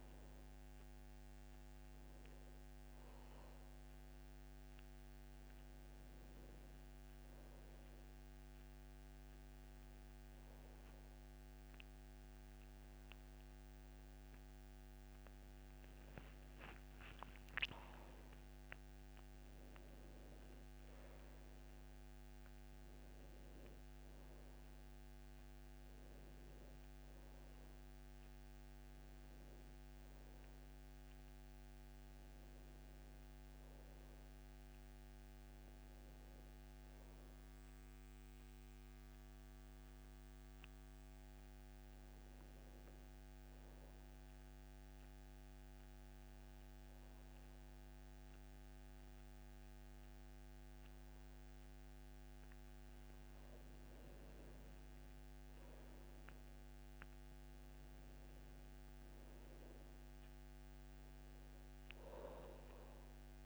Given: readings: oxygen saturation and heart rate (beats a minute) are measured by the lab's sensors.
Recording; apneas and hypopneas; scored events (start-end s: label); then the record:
breathing in sleep, hard to hear, by a microphone on the trachea; 2
0.00-3.00 s: oxygen desaturation (device-marked, oxygen 91% lowest, heart rate 73 extreme)
2.00-14.50 s: hypopnea (oxygen 98% before, 91% lowest, heart rate 76 before, 73 extreme, up 9 after)
18.50-21.50 s: arousal
38.00-41.50 s: arousal
44.00-54.00 s: obstructive apnea (oxygen 97% before, 91% lowest, heart rate 82 before, 72 extreme, up 6 after)
50.00-63.46 s: oxygen desaturation (device-marked, oxygen 97% before, 91% lowest, heart rate 81 before, 74 extreme)
56.50-60.00 s: arousal
From the record:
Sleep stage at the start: N2 (light sleep); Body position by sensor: on the back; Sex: male